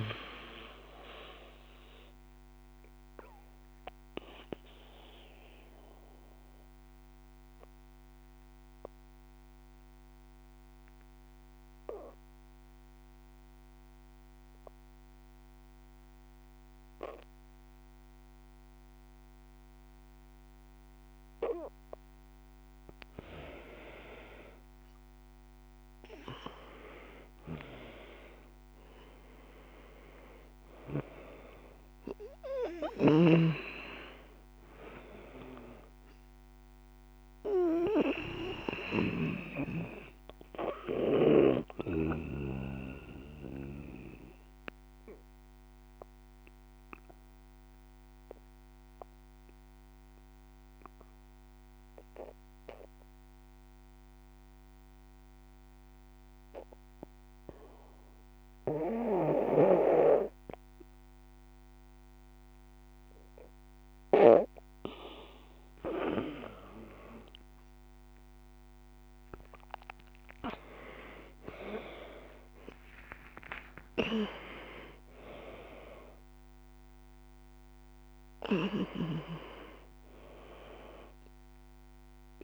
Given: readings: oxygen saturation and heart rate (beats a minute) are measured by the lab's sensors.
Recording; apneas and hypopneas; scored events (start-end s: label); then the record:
breathing in sleep by a microphone on the trachea; 2
0.00-23.50 s: oxygen desaturation (device-marked, oxygen 80% lowest, heart rate 56 extreme)
2.50-21.50 s: obstructive apnea (oxygen 97% before, 80% lowest, heart rate 72 before, 56 extreme, up 13 after)
23.50-27.50 s: arousal
32.00-38.50 s: snoring (device-marked)
36.50-60.50 s: oxygen desaturation (device-marked, oxygen 95% before, 85% lowest, heart rate 66 before, 60 extreme)
40.00-64.50 s: obstructive apnea (oxygen 96% before, 84% lowest, heart rate 67 before, 55 extreme, up 11 after)
66.00-72.00 s: arousal
71.50-82.44 s: oxygen desaturation (device-marked, oxygen 96% before, 84% lowest, heart rate 64 before, 55 extreme)
From the record:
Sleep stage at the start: N2 (light sleep); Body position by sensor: on the back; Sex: female